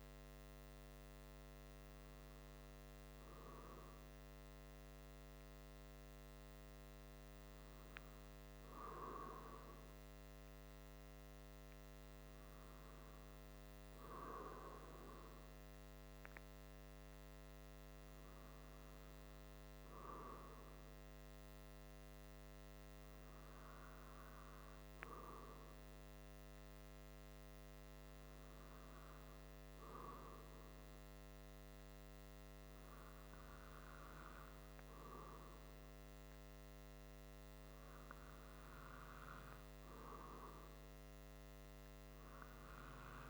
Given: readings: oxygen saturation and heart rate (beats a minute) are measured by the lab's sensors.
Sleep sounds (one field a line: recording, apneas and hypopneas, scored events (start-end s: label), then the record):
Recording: breathing in sleep by a microphone on the trachea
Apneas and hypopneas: none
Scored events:
none scored
From the record:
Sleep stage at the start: N2 (light sleep)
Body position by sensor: on the back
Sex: male